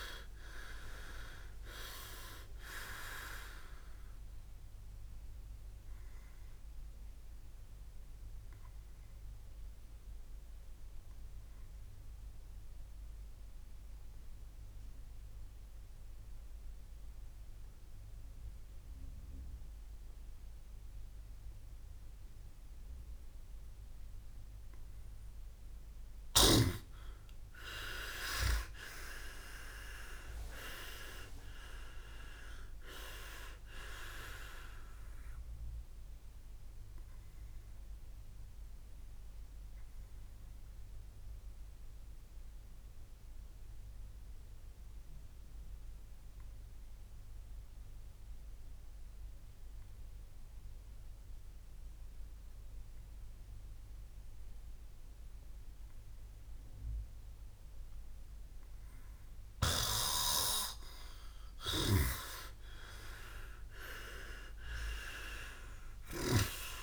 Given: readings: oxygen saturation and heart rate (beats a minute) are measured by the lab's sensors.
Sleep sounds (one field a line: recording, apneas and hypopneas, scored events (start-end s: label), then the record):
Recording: breathing in sleep by a room microphone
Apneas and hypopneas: 2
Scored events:
0.00-1.50 s: arousal
4.50-25.50 s: obstructive apnea (oxygen 100% before, 92% lowest, heart rate 63 before, 58 extreme, up 33 after)
8.00-18.00 s: oxygen desaturation (device-marked, oxygen 97% before, 92% lowest, heart rate 65 before, 58 extreme)
20.00-32.00 s: oxygen desaturation (device-marked, oxygen 95% before, 92% lowest, heart rate 64 before, 58 extreme)
28.00-31.00 s: arousal
38.00-60.00 s: obstructive apnea (oxygen 99% before, 90% lowest, heart rate 71 before, 58 extreme, up 14 after)
63.00-66.50 s: arousal
From the record:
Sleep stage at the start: N2 (light sleep)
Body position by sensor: on the back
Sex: male